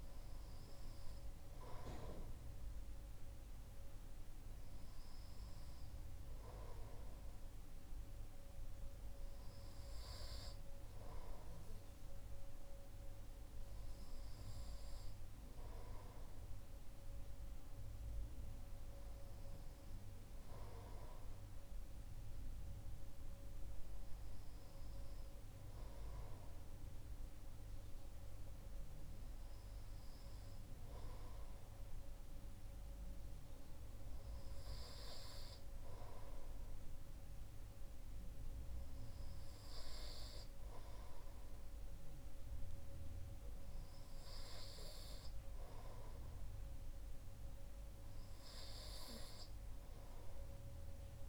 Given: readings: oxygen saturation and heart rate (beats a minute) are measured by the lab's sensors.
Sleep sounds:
breathing in sleep by a room microphone; none
none scored
From the record:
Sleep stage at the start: N2 (light sleep); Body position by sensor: on the right side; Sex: male

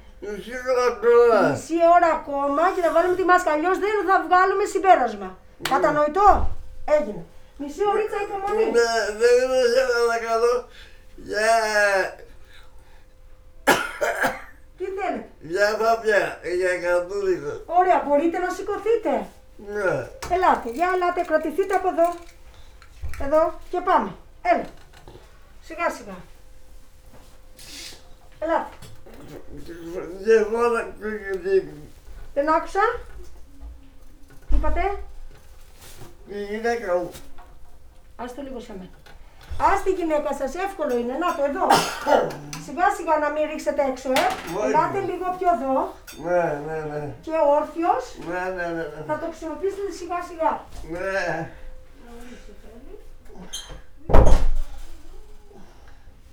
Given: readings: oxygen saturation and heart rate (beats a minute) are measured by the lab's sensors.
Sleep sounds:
a person awake in a sleep study, by a room microphone; none
0.00-11.00 s: oxygen desaturation (device-marked, oxygen 89% lowest, heart rate 60 extreme)
1.50-10.00 s: snoring (device-marked)
17.00-30.50 s: snoring (device-marked)
32.50-46.00 s: snoring (device-marked)
48.00-52.50 s: snoring (device-marked)
From the record:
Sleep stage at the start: awake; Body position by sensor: on the back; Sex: male

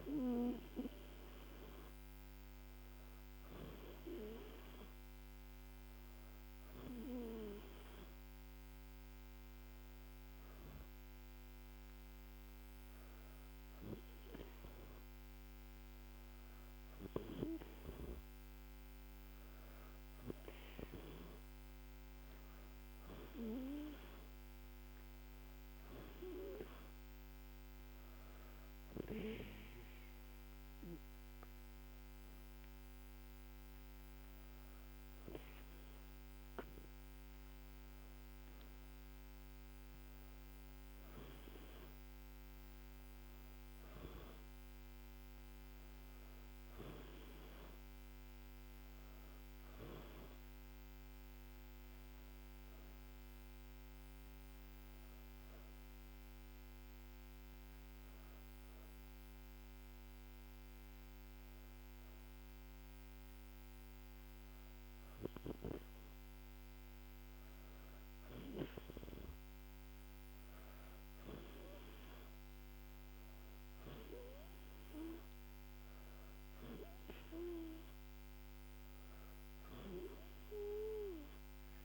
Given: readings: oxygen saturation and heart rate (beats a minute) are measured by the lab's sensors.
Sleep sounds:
breathing in sleep by a microphone on the trachea; none
none scored
From the record:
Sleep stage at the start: N2 (light sleep); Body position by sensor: on the back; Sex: female

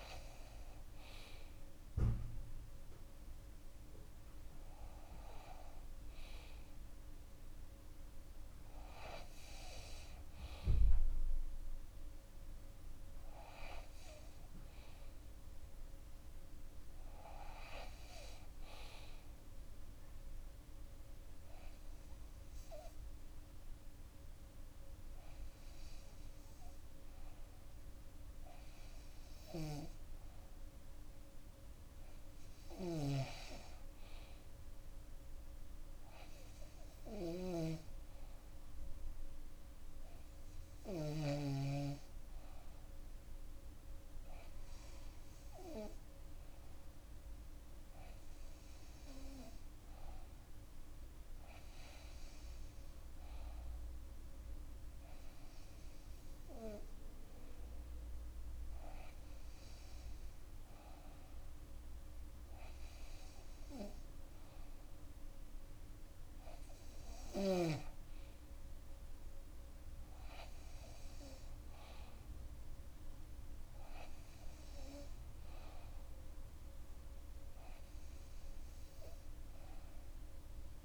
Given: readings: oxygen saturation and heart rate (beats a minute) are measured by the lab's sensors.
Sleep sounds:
breathing in sleep by a room microphone; 1
0.00-14.00 s: oxygen desaturation (device-marked, oxygen 93% lowest, heart rate 61 extreme)
20.00-32.50 s: hypopnea (oxygen 96% before, 94% lowest, heart rate 68 before, 61 extreme, up 5 after)
32.50-41.00 s: snoring (device-marked)
34.50-38.00 s: arousal
61.50-65.50 s: arousal
From the record:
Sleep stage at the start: REM sleep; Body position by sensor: on the back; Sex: female

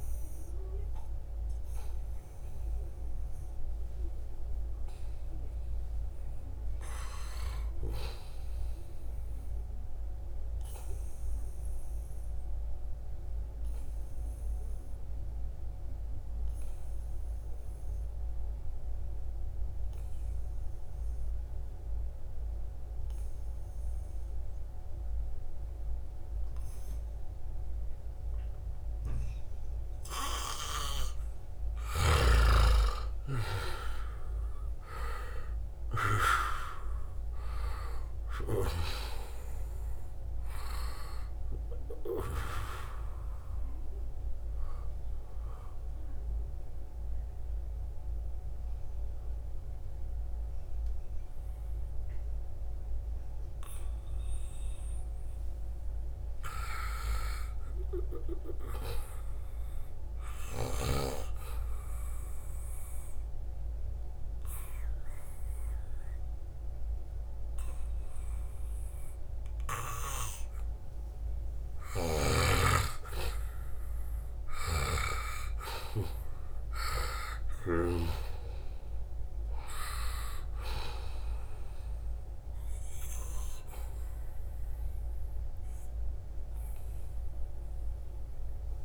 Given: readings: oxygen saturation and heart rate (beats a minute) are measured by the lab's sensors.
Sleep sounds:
breathing in sleep by a room microphone; 3
10.50-31.50 s: obstructive apnea (oxygen 96% before, 87% lowest, heart rate 79 before, 68 extreme, up 11 after)
24.00-57.00 s: oxygen desaturation (device-marked, oxygen 96% before, 87% lowest, heart rate 75 before, 70 extreme)
32.00-36.00 s: arousal
45.00-56.00 s: obstructive apnea (oxygen 96% before, 87% lowest, heart rate 75 before, 78 extreme, up 2 after)
56.50-59.00 s: arousal
61.50-72.50 s: obstructive apnea (oxygen 97% before, 92% lowest, heart rate 82 before, 78 extreme, up 11 after)
73.00-75.00 s: long interval between heartbeats (device-marked, heart rate 79 before, 89 extreme)
73.00-75.50 s: arousal
74.50-78.00 s: snoring (device-marked)
80.00-88.85 s: oxygen desaturation (device-marked, oxygen 96% before, 92% lowest, heart rate 82 before, 77 extreme)
From the record:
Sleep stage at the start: N2 (light sleep); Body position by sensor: on the back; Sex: male

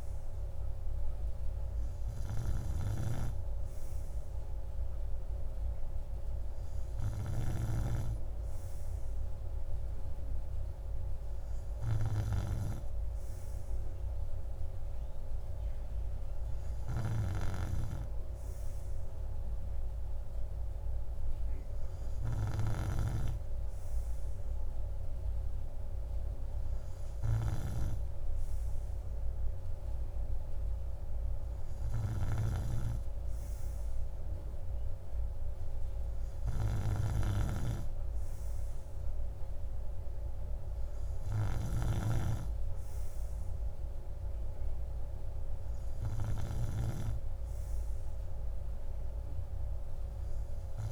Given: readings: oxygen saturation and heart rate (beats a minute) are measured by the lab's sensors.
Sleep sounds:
breathing in sleep by a room microphone; none
none scored
From the record:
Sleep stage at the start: N3 (deep sleep); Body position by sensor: on the right side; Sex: male

